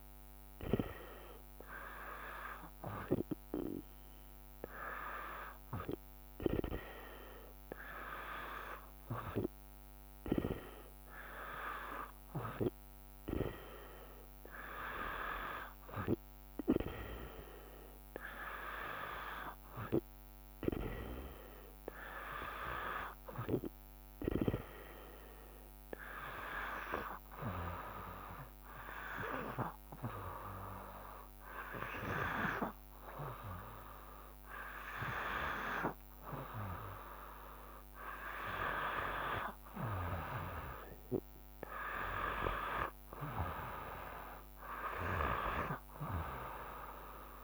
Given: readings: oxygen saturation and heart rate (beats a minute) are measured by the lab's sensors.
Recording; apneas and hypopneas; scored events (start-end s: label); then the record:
breathing in sleep by a microphone on the trachea; none
none scored
From the record:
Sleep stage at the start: N2 (light sleep); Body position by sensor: on the back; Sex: female